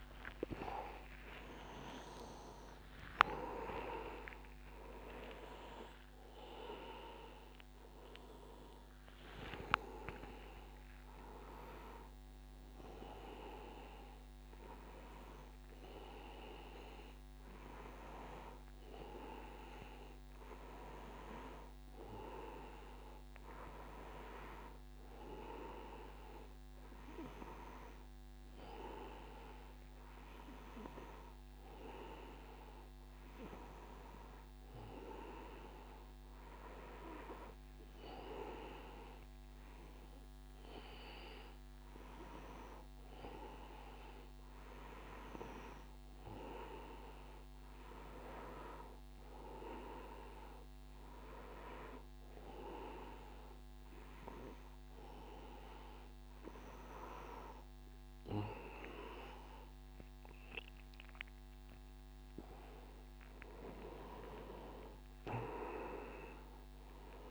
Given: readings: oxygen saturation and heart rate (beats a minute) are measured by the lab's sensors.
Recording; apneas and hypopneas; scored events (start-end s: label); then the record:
a person partly awake in a sleep study, by a microphone on the trachea; none
0.00-1.00 s: long interval between heartbeats (device-marked, heart rate 116 extreme)
2.00-62.00 s: new sleep stage, N1 (lightest sleep)
62.00-67.31 s: new sleep stage, awake
From the record:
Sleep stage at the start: awake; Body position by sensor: on the back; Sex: male